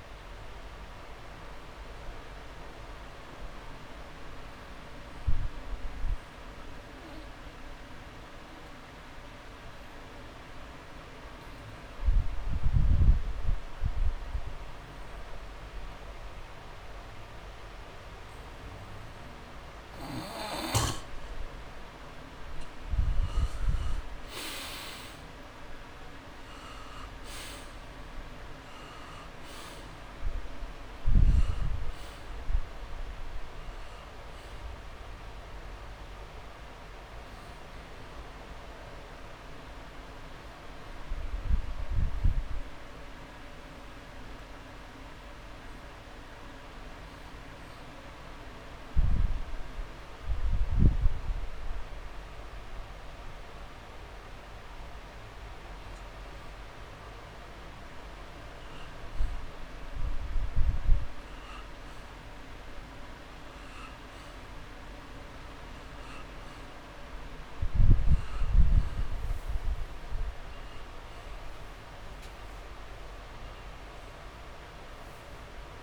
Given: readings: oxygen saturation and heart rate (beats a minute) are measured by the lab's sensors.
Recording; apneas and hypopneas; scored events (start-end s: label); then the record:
breathing in sleep, hard to hear, by a room microphone; 2
1.00-19.50 s: obstructive apnea (oxygen 99% before, 86% lowest)
1.50-8.50 s: drop in pulse transit time (device-marked)
23.50-27.50 s: arousal
24.50-30.50 s: drop in pulse transit time (device-marked)
27.50-62.50 s: oxygen desaturation (device-marked, oxygen 97% before, 86% lowest)
37.00-50.50 s: hypopnea (oxygen 97% before, 86% lowest)
39.50-50.50 s: drop in pulse transit time (device-marked)
43.50-45.50 s: long interval between heartbeats (device-marked)
53.00-57.00 s: arousal
62.50-74.50 s: drop in pulse transit time (device-marked)
From the record:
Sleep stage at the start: N2 (light sleep); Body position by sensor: on the back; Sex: male